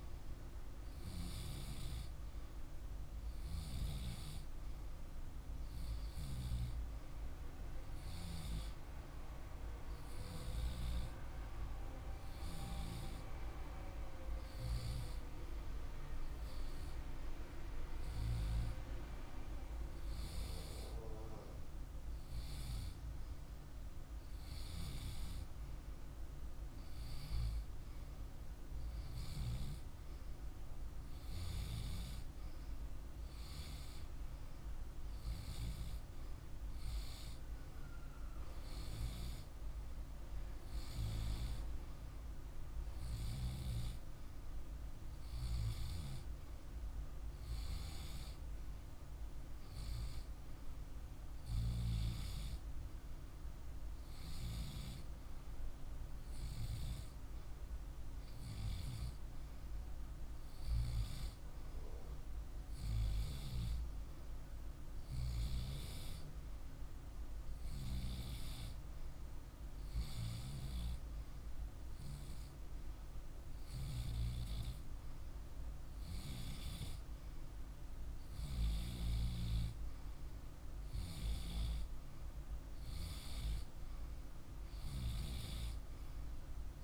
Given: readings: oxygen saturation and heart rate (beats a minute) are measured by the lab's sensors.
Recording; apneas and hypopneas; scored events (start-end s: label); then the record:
breathing in sleep by a room microphone; none
none scored
From the record:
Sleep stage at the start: REM sleep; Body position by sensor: on the left side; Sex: male